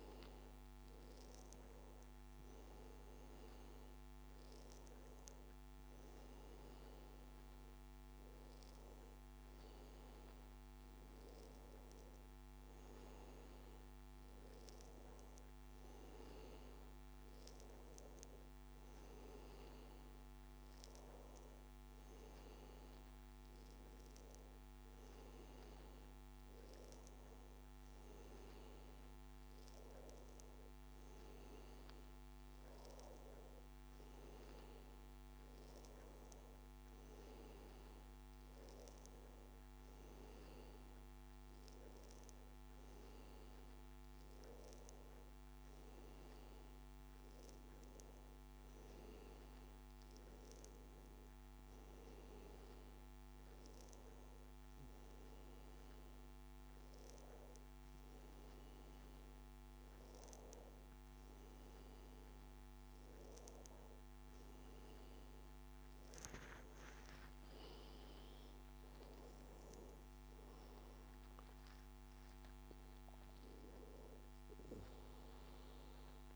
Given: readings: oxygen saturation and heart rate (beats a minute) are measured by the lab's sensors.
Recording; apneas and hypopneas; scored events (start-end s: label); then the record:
breathing in sleep, hard to hear, by a microphone on the trachea; none
66.50-71.00 s: arousal
74.00-76.36 s: new sleep stage, N2 (light sleep)
From the record:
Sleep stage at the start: N1 (lightest sleep); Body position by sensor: on the back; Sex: male